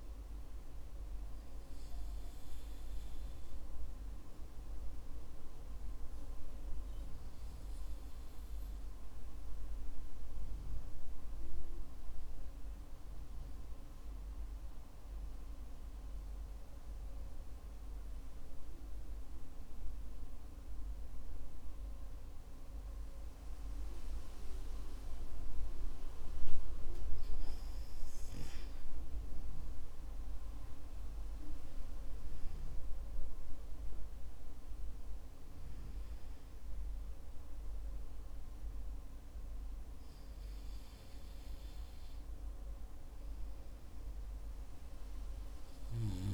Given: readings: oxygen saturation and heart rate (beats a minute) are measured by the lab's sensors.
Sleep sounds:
breathing in sleep, hard to hear, by a room microphone; 1
12.50-27.00 s: obstructive apnea (oxygen 95% before, 93% lowest, heart rate 55 before, 49 extreme, up 12 after)
30.50-34.50 s: arousal
From the record:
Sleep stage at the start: N2 (light sleep); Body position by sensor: on the back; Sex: male

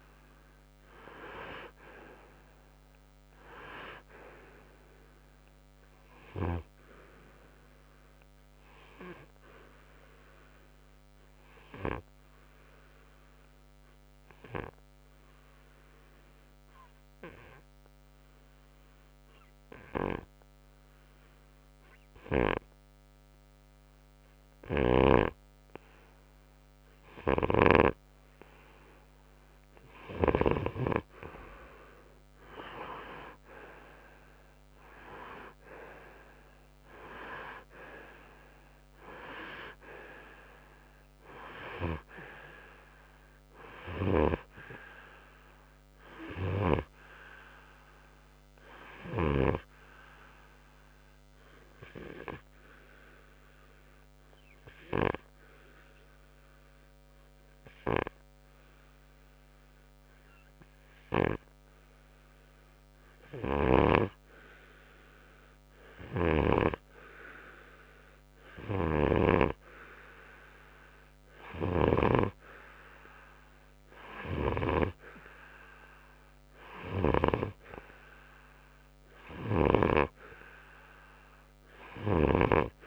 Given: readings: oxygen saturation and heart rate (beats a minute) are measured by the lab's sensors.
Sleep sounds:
breathing in sleep by a microphone on the trachea; 2
7.50-26.00 s: obstructive apnea (oxygen 94% before, 93% lowest, heart rate 65 before, 54 extreme, up 5 after)
27.50-31.00 s: snoring (device-marked)
33.50-37.50 s: arousal
49.00-62.50 s: obstructive apnea (oxygen 97% before, 93% lowest, heart rate 64 before, 61 extreme, up 3 after)
65.00-68.50 s: arousal
66.00-80.00 s: snoring (device-marked)
From the record:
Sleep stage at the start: N2 (light sleep); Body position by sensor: on the right side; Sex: male

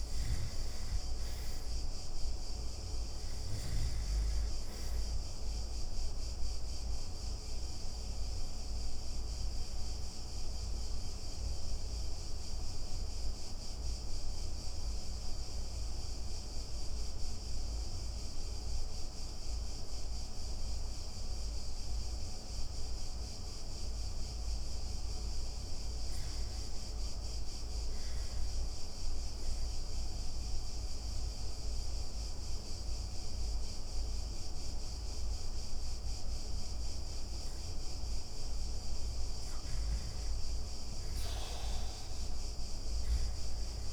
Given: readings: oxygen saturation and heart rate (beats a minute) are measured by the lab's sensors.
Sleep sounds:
breathing in sleep, hard to hear, by a room microphone; 2
4.00-43.93 s: new sleep stage, REM sleep
5.00-35.00 s: oxygen desaturation (device-marked, oxygen 96% before, 84% lowest, heart rate 30 before, 25 extreme)
6.00-24.00 s: obstructive apnea (oxygen 96% before, 84% lowest, heart rate 31 before, 27 extreme, up 7 after)
25.50-27.50 s: arousal
29.00-39.50 s: mixed apnea (oxygen 96% before, 85% lowest, heart rate 34 before, 25 extreme, up 10 after)
From the record:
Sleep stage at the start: N2 (light sleep); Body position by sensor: on the back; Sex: male

